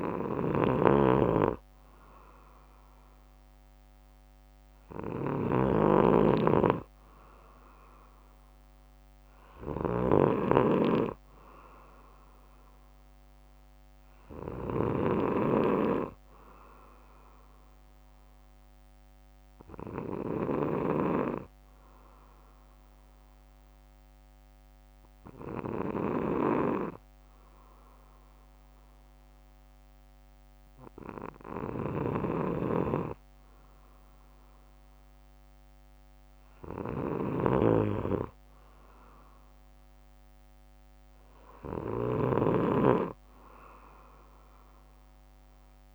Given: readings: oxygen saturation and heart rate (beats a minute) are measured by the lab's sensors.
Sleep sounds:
breathing in sleep by a microphone on the trachea; 1
0.00-21.00 s: snoring (device-marked)
6.00-9.00 s: arousal
21.00-32.00 s: obstructive apnea (oxygen 95% before, 93% lowest, heart rate 64 before, 58 extreme, up 9 after)
31.50-42.00 s: snoring (device-marked)
37.50-42.00 s: arousal
From the record:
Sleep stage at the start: N2 (light sleep); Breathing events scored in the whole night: 241 in 4.6 hours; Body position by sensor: on the back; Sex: male

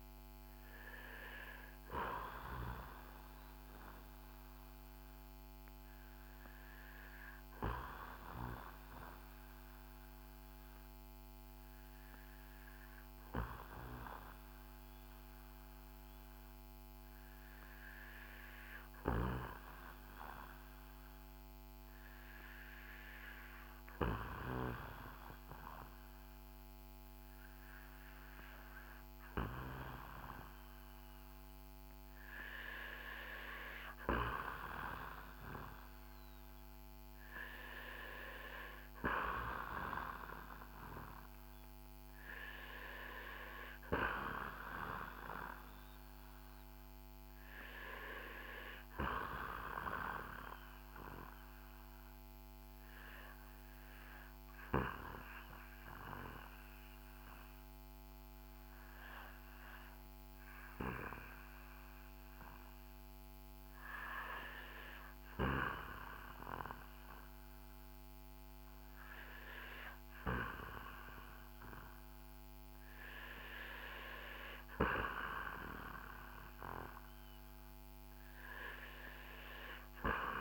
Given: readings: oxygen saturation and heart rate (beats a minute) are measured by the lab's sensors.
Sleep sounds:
breathing in sleep by a microphone on the trachea; 2
0.00-15.00 s: oxygen desaturation (device-marked, oxygen 81% lowest, heart rate 48 extreme)
0.50-31.50 s: hypopnea (oxygen 89% before, 81% lowest, heart rate 63 before, 51 extreme, up 8 after)
33.00-38.00 s: arousal
35.00-70.00 s: oxygen desaturation (device-marked, oxygen 97% before, 91% lowest, heart rate 58 before, 54 extreme)
51.00-63.50 s: obstructive apnea (oxygen 97% before, 90% lowest, heart rate 60 before, 55 extreme, up 4 after)
65.50-70.00 s: arousal
From the record:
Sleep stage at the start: REM sleep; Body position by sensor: on the back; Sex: male

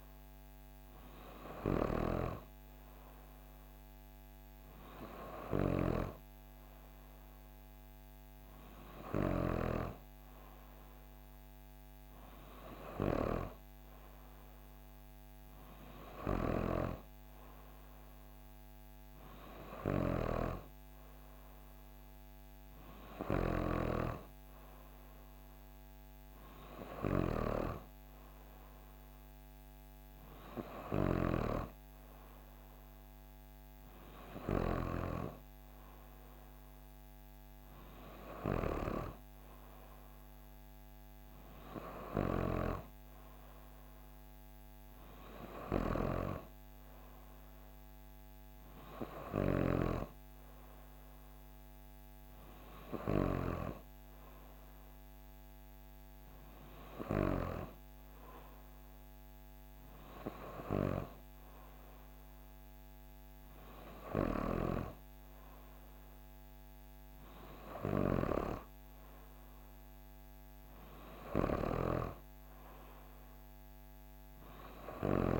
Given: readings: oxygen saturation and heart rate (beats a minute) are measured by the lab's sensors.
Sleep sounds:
breathing in sleep by a microphone on the trachea; none
none scored
From the record:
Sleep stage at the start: N3 (deep sleep); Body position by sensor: on the back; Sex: female

